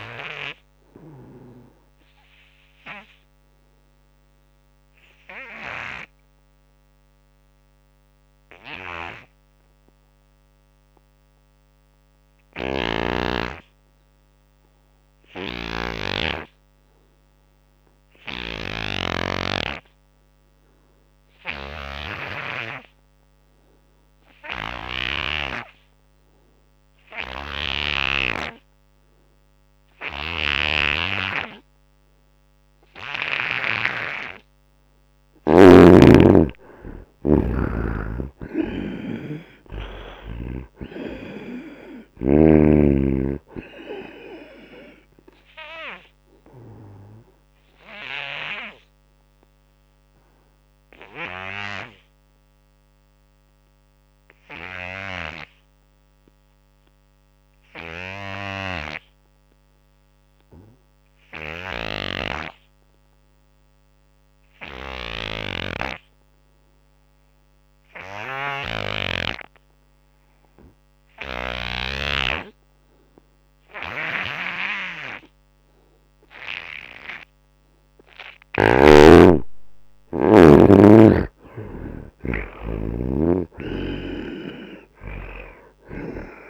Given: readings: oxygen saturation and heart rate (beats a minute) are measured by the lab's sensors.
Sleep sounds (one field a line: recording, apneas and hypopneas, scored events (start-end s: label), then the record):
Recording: breathing in sleep by a microphone on the trachea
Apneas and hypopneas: 2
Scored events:
0.00-14.00 s: oxygen desaturation (device-marked, oxygen 75% lowest, heart rate 73 extreme)
1.00-32.00 s: obstructive apnea (oxygen 97% before, 72% lowest, heart rate 80 before, 73 extreme, up 5 after)
15.00-18.50 s: snoring (device-marked)
16.00-59.00 s: oxygen desaturation (device-marked, oxygen 98% before, 72% lowest, heart rate 84 before, 73 extreme)
27.00-35.50 s: snoring (device-marked)
32.50-34.50 s: long interval between heartbeats (device-marked, heart rate 80 before, 75 extreme)
33.00-38.00 s: arousal
46.00-76.50 s: obstructive apnea (oxygen 98% before, 72% lowest, heart rate 79 before, 75 extreme, up 8 after)
66.00-86.50 s: oxygen desaturation (device-marked, oxygen 98% before, 74% lowest, heart rate 84 before, 67 extreme)
78.00-82.50 s: arousal
From the record:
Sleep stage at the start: N2 (light sleep)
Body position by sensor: on the right side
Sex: male